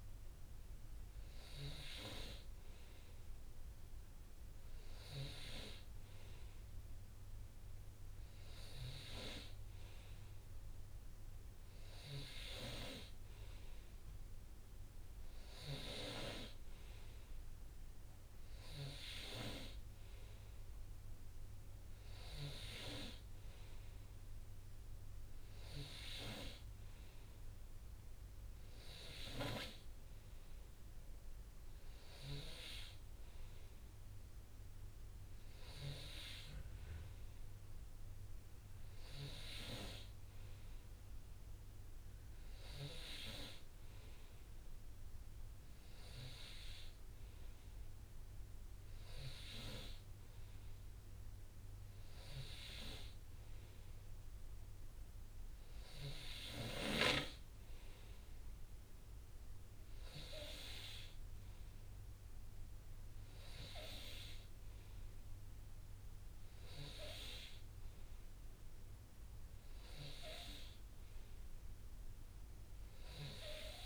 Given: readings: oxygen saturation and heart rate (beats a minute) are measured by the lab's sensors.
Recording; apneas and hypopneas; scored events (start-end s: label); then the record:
breathing in sleep by a room microphone; none
none scored
From the record:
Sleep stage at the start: N2 (light sleep); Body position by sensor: on the right side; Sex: male